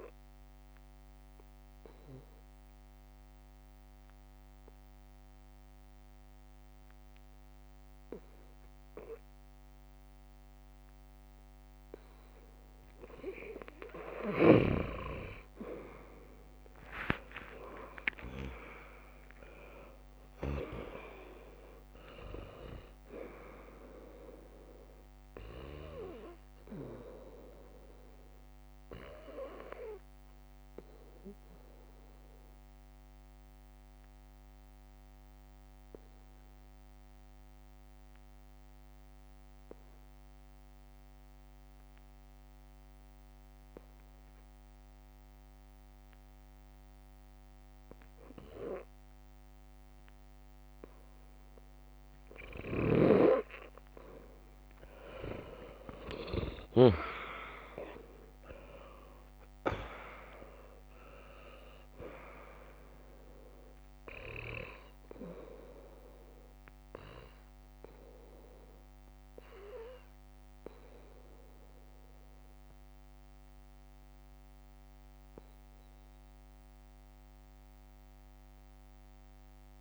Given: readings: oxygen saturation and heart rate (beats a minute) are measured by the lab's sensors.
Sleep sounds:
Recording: breathing in sleep by a microphone on the trachea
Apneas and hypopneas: none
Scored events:
0.00-7.50 s: drop in pulse transit time (device-marked, heart rate 64 extreme)
8.50-14.50 s: bradycardia (device-marked, heart rate 72 before, 56 extreme)
16.50-21.00 s: arousal
18.50-28.50 s: drop in pulse transit time (device-marked, heart rate 69 before, 61 extreme)
28.50-30.50 s: bradycardia (device-marked, heart rate 71 before, 68 extreme)
46.50-52.50 s: bradycardia (device-marked, heart rate 71 before, 58 extreme)
52.00-56.50 s: snoring (device-marked)
55.50-61.00 s: arousal
55.50-76.50 s: drop in pulse transit time (device-marked, heart rate 61 before, 69 extreme)
56.00-58.00 s: long interval between heartbeats (device-marked, heart rate 61 before, 77 extreme)
74.50-79.81 s: oxygen desaturation (device-marked, oxygen 98% before, 95% lowest, heart rate 78 before, 56 extreme)
From the record:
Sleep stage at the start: N2 (light sleep)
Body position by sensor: on the left side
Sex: female

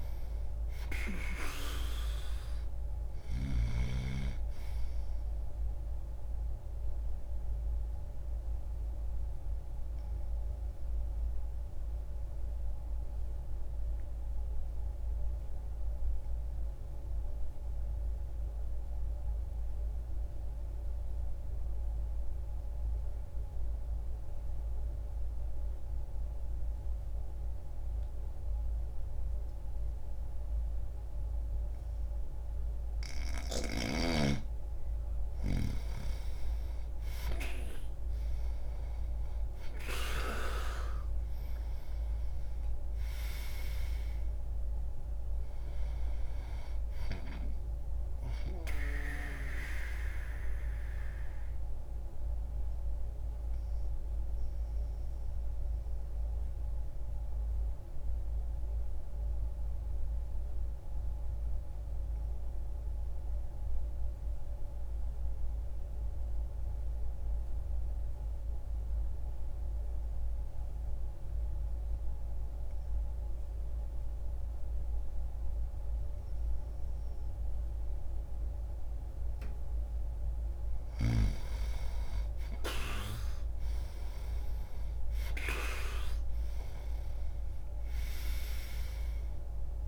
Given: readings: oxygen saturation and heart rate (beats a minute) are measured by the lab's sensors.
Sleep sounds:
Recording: breathing in sleep by a room microphone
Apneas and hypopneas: 2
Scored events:
0.00-22.50 s: oxygen desaturation (device-marked, oxygen 83% lowest)
6.00-33.50 s: mixed apnea (oxygen 98% before, 83% lowest)
35.00-39.00 s: arousal
41.50-68.50 s: oxygen desaturation (device-marked, oxygen 98% before, 83% lowest)
48.50-79.50 s: obstructive apnea (oxygen 98% before, 81% lowest)
78.50-89.88 s: oxygen desaturation (device-marked, oxygen 98% before, 81% lowest)
81.50-86.50 s: arousal
From the record:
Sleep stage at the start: N2 (light sleep)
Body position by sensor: on the back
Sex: male

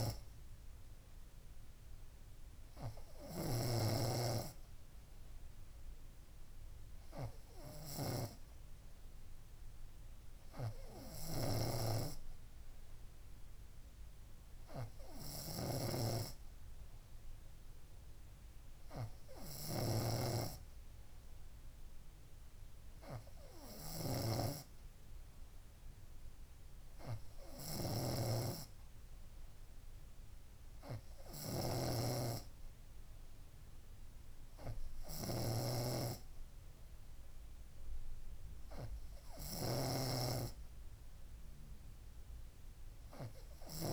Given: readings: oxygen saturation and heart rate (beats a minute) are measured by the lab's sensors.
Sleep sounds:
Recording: breathing in sleep by a room microphone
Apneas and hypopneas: none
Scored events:
20.00-43.93 s: snoring (device-marked)
From the record:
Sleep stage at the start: N3 (deep sleep)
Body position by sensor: on the front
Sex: female

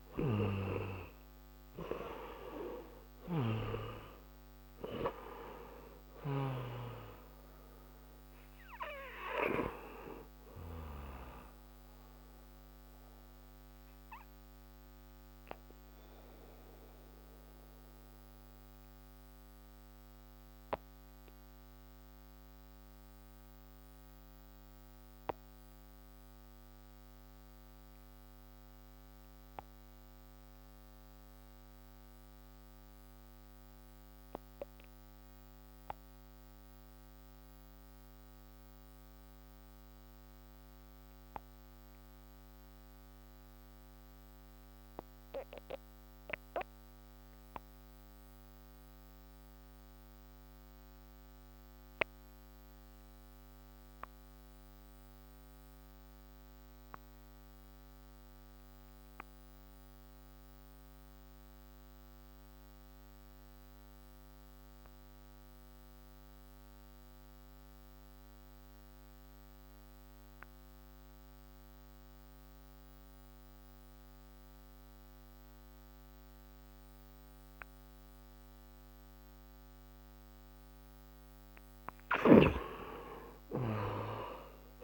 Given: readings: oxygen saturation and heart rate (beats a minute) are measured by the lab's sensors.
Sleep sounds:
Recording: breathing in sleep by a microphone on the trachea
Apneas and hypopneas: 1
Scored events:
0.00-2.50 s: arousal
0.00-36.50 s: oxygen desaturation (device-marked, oxygen 79% lowest)
3.00-6.50 s: snoring (device-marked)
13.00-80.50 s: obstructive apnea (oxygen 96% before, 71% lowest)
18.50-84.84 s: new sleep stage, REM sleep
49.50-84.84 s: oxygen desaturation (device-marked, oxygen 99% before, 71% lowest)
83.00-84.84 s: arousal
From the record:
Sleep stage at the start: N2 (light sleep)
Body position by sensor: on the back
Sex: male

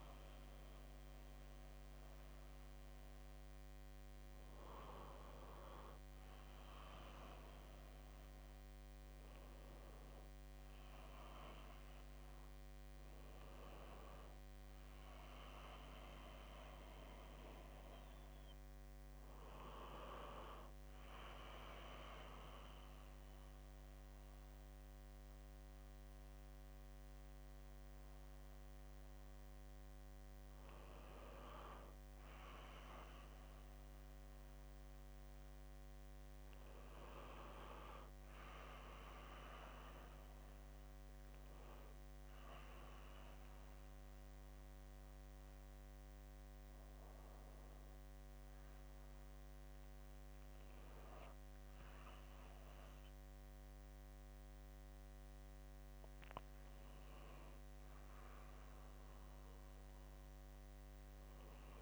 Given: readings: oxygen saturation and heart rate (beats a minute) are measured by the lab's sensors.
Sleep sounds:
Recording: breathing in sleep by a microphone on the trachea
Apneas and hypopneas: none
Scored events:
0.00-8.50 s: oxygen desaturation (device-marked, oxygen 95% lowest, heart rate 64 extreme)
From the record:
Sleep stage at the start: N2 (light sleep)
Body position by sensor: on the back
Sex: male

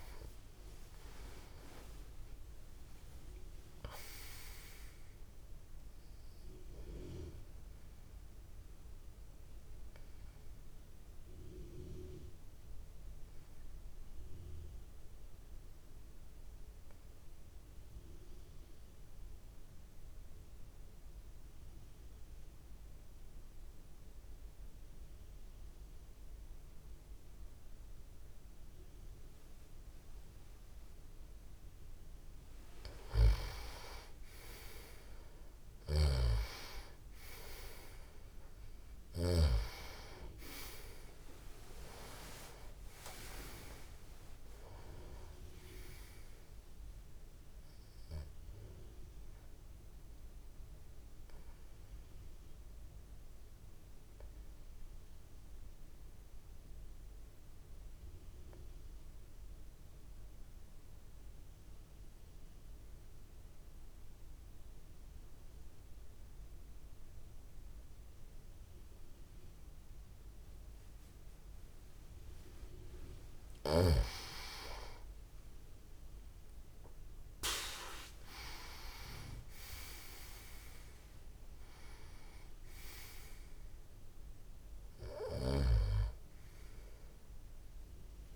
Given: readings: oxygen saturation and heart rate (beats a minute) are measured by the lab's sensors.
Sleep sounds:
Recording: breathing in sleep by a room microphone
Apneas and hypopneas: 2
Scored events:
0.00-19.00 s: oxygen desaturation (device-marked, oxygen 90% lowest)
7.50-32.00 s: obstructive apnea (oxygen 98% before, 90% lowest)
33.50-37.50 s: arousal
35.00-62.00 s: oxygen desaturation (device-marked, oxygen 98% before, 90% lowest)
35.50-39.50 s: snoring (device-marked)
51.00-72.50 s: obstructive apnea (oxygen 98% before, 90% lowest)
74.00-79.00 s: arousal
77.00-88.36 s: oxygen desaturation (device-marked, oxygen 98% before, 90% lowest)
From the record:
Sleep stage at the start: N2 (light sleep)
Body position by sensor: on the back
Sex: male

